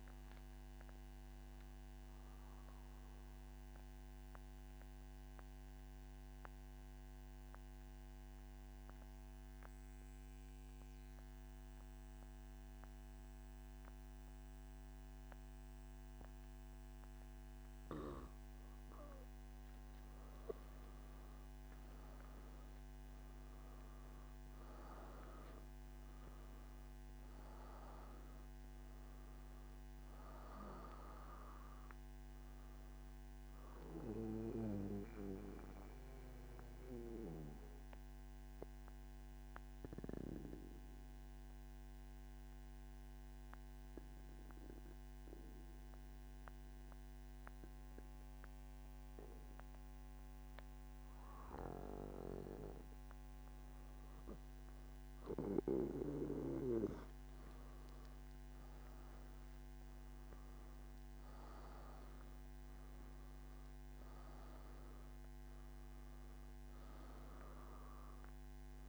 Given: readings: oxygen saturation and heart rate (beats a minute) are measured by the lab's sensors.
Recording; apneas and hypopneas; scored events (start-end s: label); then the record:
breathing in sleep by a microphone on the trachea; 2
3.00-19.00 s: central apnea (oxygen 97% before, 92% lowest, heart rate 138 before, 108 extreme, up 14 after)
34.00-55.00 s: mixed apnea (oxygen 97% before, 92% lowest, heart rate 118 before, 117 extreme, up 7 after)
From the record:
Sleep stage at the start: N2 (light sleep); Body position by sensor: on the back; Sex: male